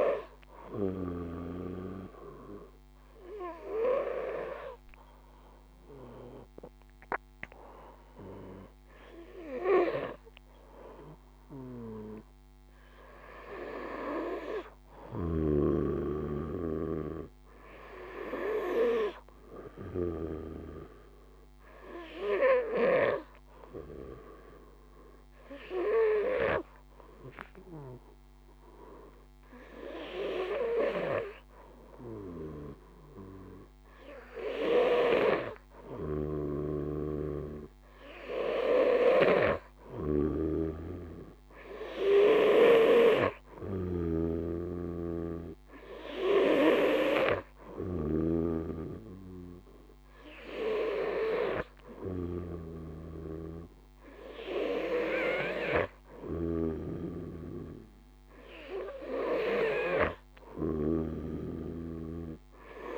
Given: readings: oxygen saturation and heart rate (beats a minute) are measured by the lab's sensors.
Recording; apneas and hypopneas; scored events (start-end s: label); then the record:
breathing in sleep by a microphone on the trachea; 2
1.50-12.50 s: hypopnea (oxygen 96% before, 94% lowest, heart rate 55 before, 51 extreme, up 4 after)
14.00-19.50 s: snoring (device-marked)
15.00-18.50 s: arousal
23.50-34.50 s: hypopnea (oxygen 97% before, 94% lowest, heart rate 54 before, 51 extreme, up 1 after)
35.00-62.98 s: snoring (device-marked)
36.50-40.00 s: arousal
From the record:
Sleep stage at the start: N2 (light sleep); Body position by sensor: on the back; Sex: male